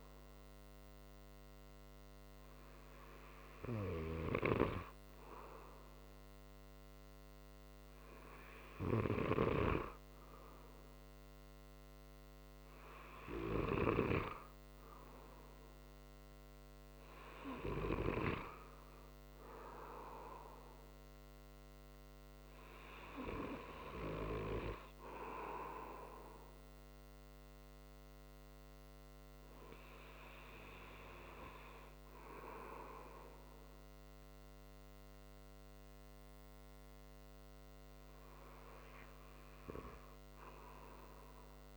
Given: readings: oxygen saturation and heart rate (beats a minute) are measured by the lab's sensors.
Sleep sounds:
breathing in sleep by a microphone on the trachea; none
none scored
From the record:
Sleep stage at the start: N2 (light sleep); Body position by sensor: on the right side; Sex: male

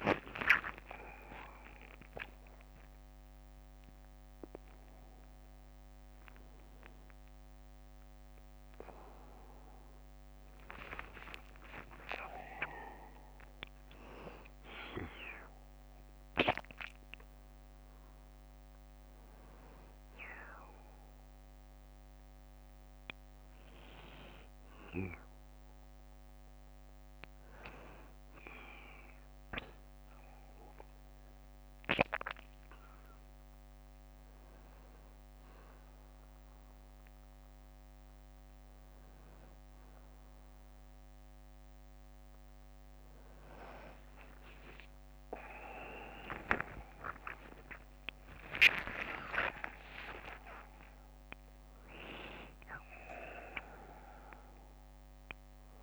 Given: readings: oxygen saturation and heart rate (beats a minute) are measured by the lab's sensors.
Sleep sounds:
a person awake in a sleep study, by a microphone on the trachea; none
0.00-13.00 s: tachycardia (device-marked, heart rate 61 before, 199 extreme)
26.00-29.00 s: bradycardia (device-marked, heart rate 65 before, 62 extreme)
42.00-50.00 s: tachycardia (device-marked, heart rate 65 before, 158 extreme)
From the record:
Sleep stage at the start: awake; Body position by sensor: on the back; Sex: male

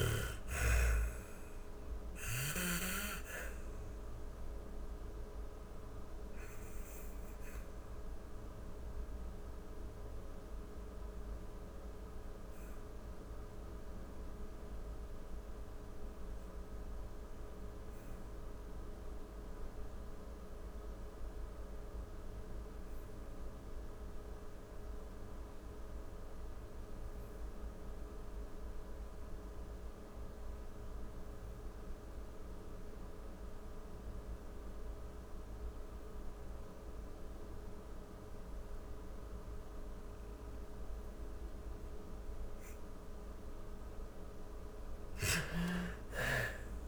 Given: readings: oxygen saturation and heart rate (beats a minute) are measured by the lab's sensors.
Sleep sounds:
breathing in sleep by a room microphone; 1
0.00-24.00 s: oxygen desaturation (device-marked, oxygen 75% lowest, heart rate 43 extreme)
3.00-41.00 s: obstructive apnea (oxygen 97% before, 75% lowest, heart rate 75 before, 43 extreme, up 40 after)
30.00-46.88 s: oxygen desaturation (device-marked, oxygen 98% before, 75% lowest, heart rate 58 before, 42 extreme)
43.50-46.88 s: arousal
From the record:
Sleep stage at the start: N2 (light sleep); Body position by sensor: on the back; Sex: female

